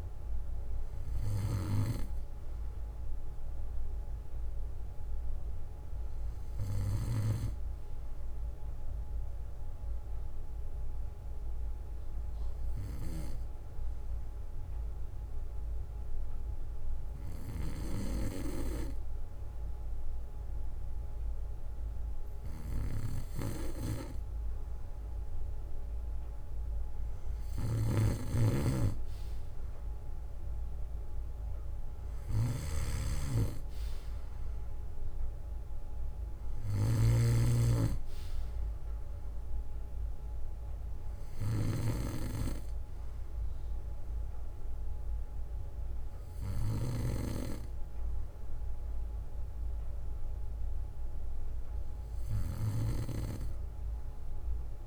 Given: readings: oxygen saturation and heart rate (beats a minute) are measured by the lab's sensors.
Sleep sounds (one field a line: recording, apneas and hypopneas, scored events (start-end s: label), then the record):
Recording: breathing in sleep by a room microphone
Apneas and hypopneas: 1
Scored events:
5.00-11.00 s: bradycardia (device-marked, heart rate 61 before, 56 extreme)
10.00-22.00 s: hypopnea (oxygen 95% before, 92% lowest, heart rate 60 before, 57 extreme, up 2 after)
26.50-29.50 s: arousal
37.00-42.00 s: snoring (device-marked)
49.00-54.86 s: bradycardia (device-marked, heart rate 61 before, 56 extreme)
From the record:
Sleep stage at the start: N2 (light sleep)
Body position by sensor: on the back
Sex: male